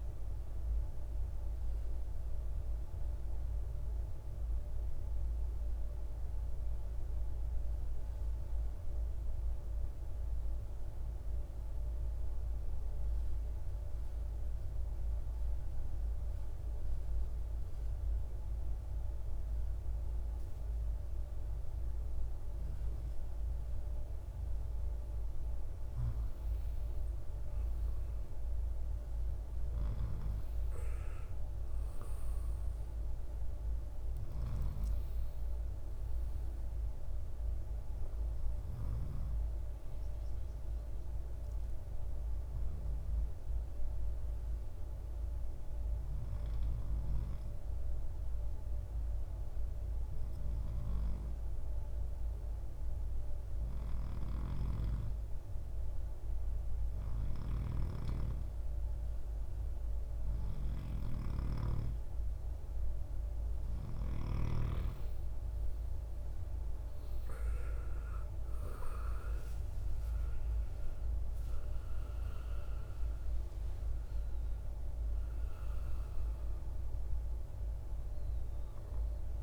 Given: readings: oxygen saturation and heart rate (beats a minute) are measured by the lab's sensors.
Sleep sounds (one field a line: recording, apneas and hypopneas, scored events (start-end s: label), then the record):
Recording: breathing in sleep by a room microphone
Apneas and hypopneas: 2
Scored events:
0.00-9.50 s: oxygen desaturation (device-marked, oxygen 84% lowest, heart rate 52 extreme)
5.50-22.50 s: obstructive apnea (oxygen 97% before, 88% lowest, heart rate 67 before, 52 extreme, up 10 after)
24.00-28.00 s: arousal
29.50-50.50 s: oxygen desaturation (device-marked, oxygen 98% before, 92% lowest, heart rate 55 before, 61 extreme)
43.00-60.00 s: obstructive apnea (oxygen 99% before, 89% lowest, heart rate 63 before, 57 extreme, up 8 after)
62.50-79.43 s: oxygen desaturation (device-marked, oxygen 96% before, 90% lowest, heart rate 63 before, 56 extreme)
65.50-69.00 s: arousal
From the record:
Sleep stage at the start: N2 (light sleep)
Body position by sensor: on the right side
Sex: male